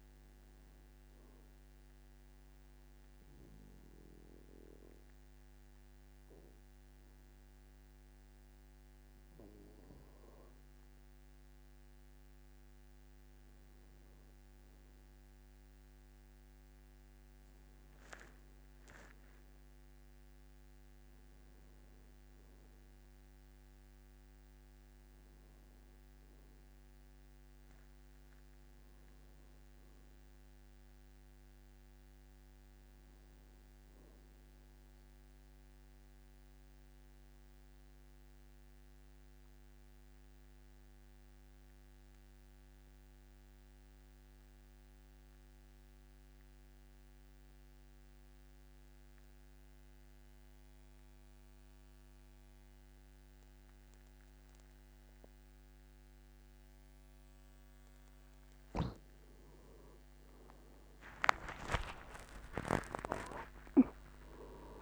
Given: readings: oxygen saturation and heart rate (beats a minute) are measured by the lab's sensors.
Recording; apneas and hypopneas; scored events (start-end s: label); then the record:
breathing in sleep by a microphone on the trachea; 2
0.50-11.50 s: obstructive apnea (oxygen 98% before, 91% lowest, heart rate 57 before, 51 extreme, up 5 after)
19.00-24.00 s: arousal
35.00-59.00 s: obstructive apnea (oxygen 99% before, 89% lowest, heart rate 55 before, 49 extreme)
55.50-64.82 s: oxygen desaturation (device-marked, oxygen 97% before, 89% lowest, heart rate 51 before, 53 extreme)
59.50-64.82 s: tachycardia (device-marked, heart rate 56 before, 184 extreme)
61.50-63.50 s: long interval between heartbeats (device-marked, heart rate 53 before, 83 extreme)
63.50-64.82 s: long interval between heartbeats (device-marked, heart rate 59 before, 130 extreme)
From the record:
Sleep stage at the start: N2 (light sleep); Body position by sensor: on the back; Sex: male